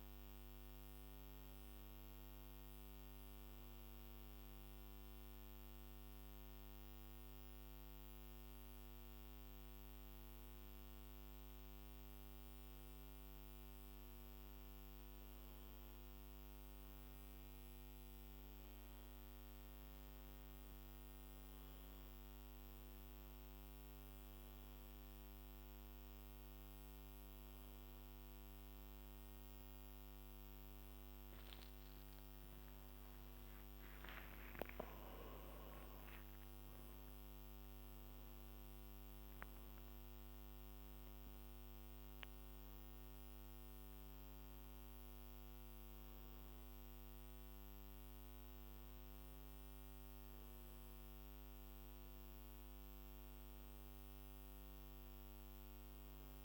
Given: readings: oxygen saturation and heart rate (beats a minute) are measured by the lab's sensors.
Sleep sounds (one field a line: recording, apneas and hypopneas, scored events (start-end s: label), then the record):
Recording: a person awake in a sleep study, hard to hear, by a microphone on the trachea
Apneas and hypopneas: none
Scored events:
none scored
From the record:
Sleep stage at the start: awake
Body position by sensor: on the back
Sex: male